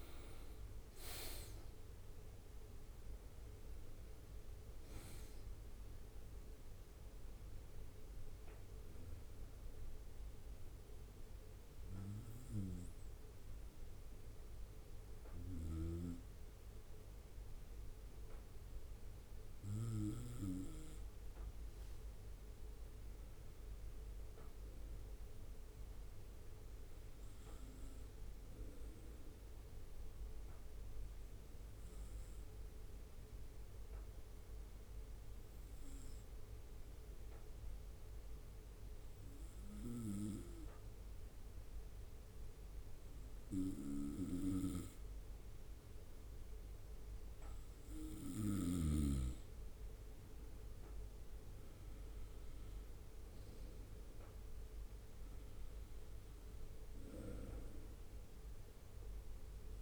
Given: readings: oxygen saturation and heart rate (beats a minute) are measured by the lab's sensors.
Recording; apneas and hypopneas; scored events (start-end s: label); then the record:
breathing in sleep by a room microphone; 2
9.50-20.50 s: obstructive apnea (oxygen 97% before, 95% lowest, heart rate 65 before, 60 extreme, up 4 after)
22.00-26.00 s: arousal
32.00-48.00 s: obstructive apnea (oxygen 98% before, 94% lowest, heart rate 62 before, 61 extreme, up 4 after)
50.00-54.00 s: arousal
From the record:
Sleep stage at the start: N2 (light sleep); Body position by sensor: on the right side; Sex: male